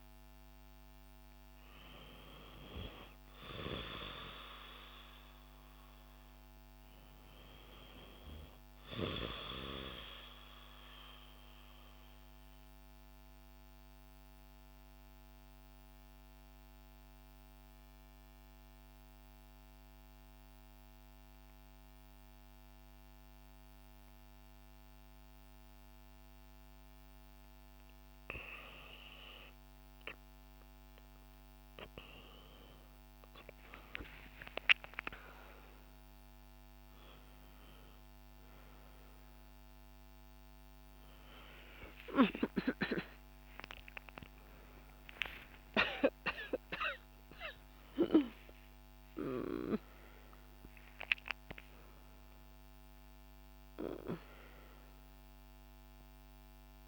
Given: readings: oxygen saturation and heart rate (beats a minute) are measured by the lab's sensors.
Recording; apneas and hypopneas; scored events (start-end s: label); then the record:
breathing in sleep by a microphone on the trachea; 1
0.00-17.00 s: oxygen desaturation (device-marked, oxygen 91% lowest, heart rate 61 extreme)
10.50-27.00 s: obstructive apnea (oxygen 95% before, 91% lowest, heart rate 73 before, 61 extreme, up 2 after)
35.00-56.88 s: oxygen desaturation (device-marked, oxygen 97% before, 92% lowest, heart rate 61 before, 67 extreme)
44.00-56.88 s: new sleep stage, awake
From the record:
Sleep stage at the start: REM sleep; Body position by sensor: on the back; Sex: female